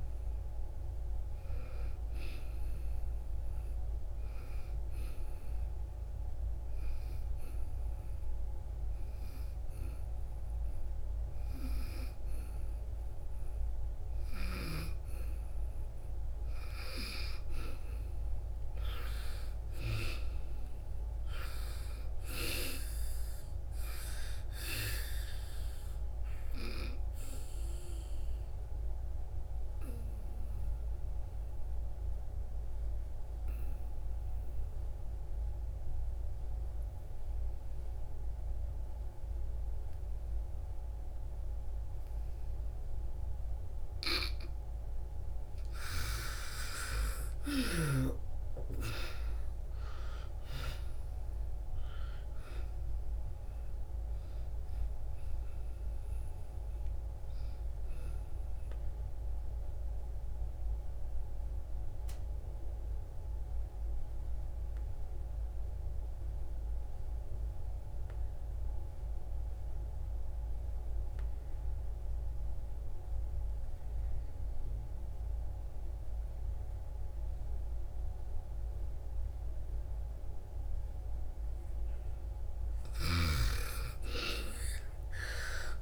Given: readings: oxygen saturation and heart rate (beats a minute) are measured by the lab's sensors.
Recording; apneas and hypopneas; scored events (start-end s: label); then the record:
breathing in sleep by a room microphone; 3
4.50-85.82 s: new sleep stage, N2 (light sleep)
5.00-15.50 s: obstructive apnea (oxygen 98% before, 83% lowest)
18.00-22.00 s: arousal
18.50-37.50 s: oxygen desaturation (device-marked, oxygen 95% before, 88% lowest)
25.00-45.50 s: obstructive apnea (oxygen 95% before, 80% lowest)
46.50-50.50 s: arousal
48.50-72.50 s: oxygen desaturation (device-marked, oxygen 97% before, 83% lowest)
59.00-81.50 s: obstructive apnea (oxygen 97% before, 80% lowest)
77.50-85.82 s: oxygen desaturation (device-marked, oxygen 98% before, 80% lowest)
83.00-85.82 s: arousal
From the record:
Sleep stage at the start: N1 (lightest sleep); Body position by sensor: on the back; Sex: female